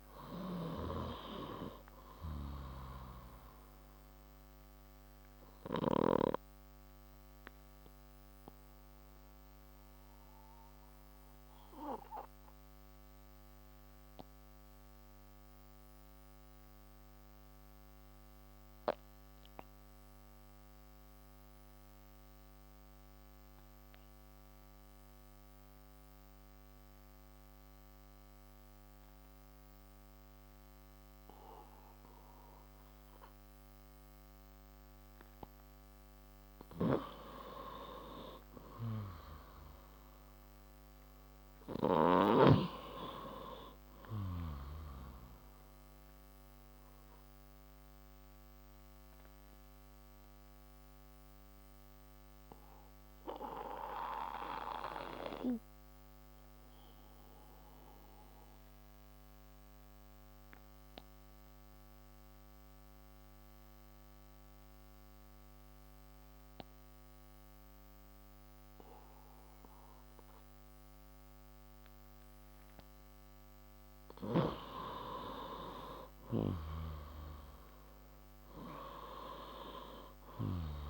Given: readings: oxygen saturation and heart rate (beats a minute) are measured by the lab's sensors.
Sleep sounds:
breathing in sleep by a microphone on the trachea; 2
0.00-23.50 s: oxygen desaturation (device-marked, oxygen 88% lowest, heart rate 56 extreme)
5.50-36.50 s: obstructive apnea (oxygen 99% before, 88% lowest, heart rate 67 before, 56 extreme, up 17 after)
36.50-68.50 s: oxygen desaturation (device-marked, oxygen 97% before, 90% lowest, heart rate 60 before, 58 extreme)
37.00-41.00 s: arousal
47.00-73.00 s: obstructive apnea (oxygen 98% before, 90% lowest, heart rate 67 before, 58 extreme, up 9 after)
75.00-78.50 s: arousal
77.50-80.90 s: oxygen desaturation (device-marked, oxygen 97% before, 90% lowest, heart rate 60 before, 58 extreme)
From the record:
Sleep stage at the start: N2 (light sleep); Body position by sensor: on the left side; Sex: male

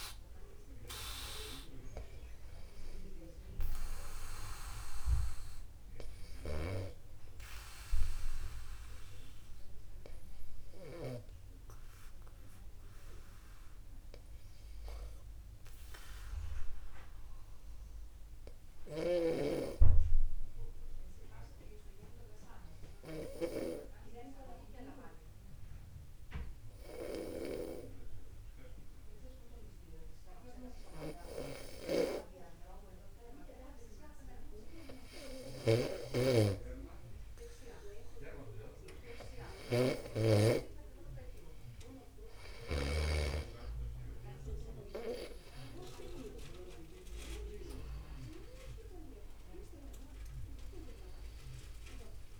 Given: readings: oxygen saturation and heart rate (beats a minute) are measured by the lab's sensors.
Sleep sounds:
breathing in sleep by a room microphone; 1
6.50-39.50 s: obstructive apnea (oxygen 97% before, 94% lowest, heart rate 60 before, 50 extreme, up 1 after)
19.50-24.00 s: snoring (device-marked)
32.00-43.50 s: snoring (device-marked)
47.50-52.40 s: arousal
From the record:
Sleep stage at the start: N2 (light sleep); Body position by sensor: upright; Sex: male

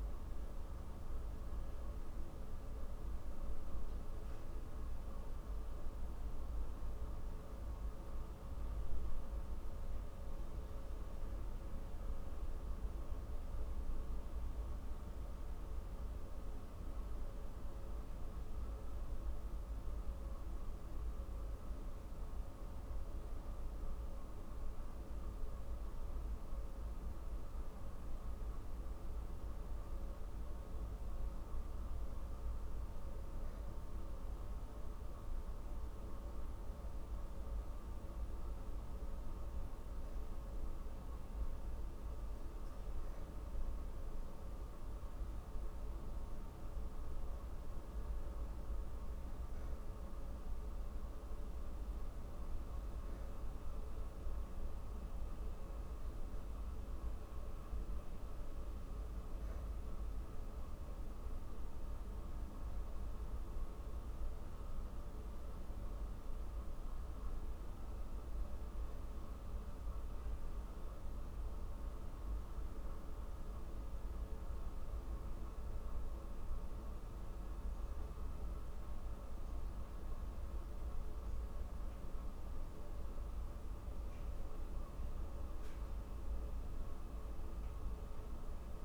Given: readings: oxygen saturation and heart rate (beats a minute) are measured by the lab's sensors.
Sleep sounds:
breathing in sleep, hard to hear, by a room microphone; none
76.00-88.85 s: new sleep stage, N3 (deep sleep)
From the record:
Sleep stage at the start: N2 (light sleep); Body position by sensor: on the back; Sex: female

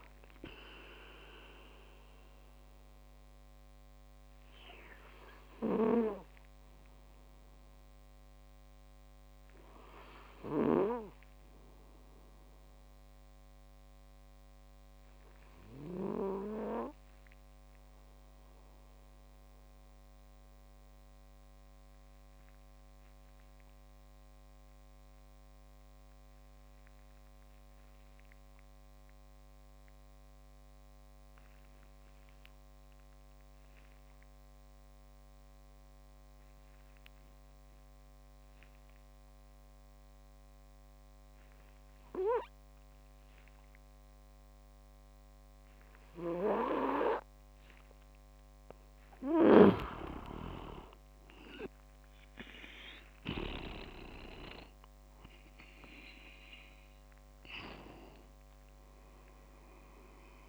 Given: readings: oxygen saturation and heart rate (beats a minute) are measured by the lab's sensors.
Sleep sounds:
breathing in sleep by a microphone on the trachea; 1
19.50-46.00 s: obstructive apnea (oxygen 97% before, 92% lowest)
45.50-60.49 s: oxygen desaturation (device-marked, oxygen 98% before, 94% lowest)
48.00-51.00 s: arousal
49.50-54.00 s: snoring (device-marked)
From the record:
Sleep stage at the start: N2 (light sleep); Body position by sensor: on the back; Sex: male

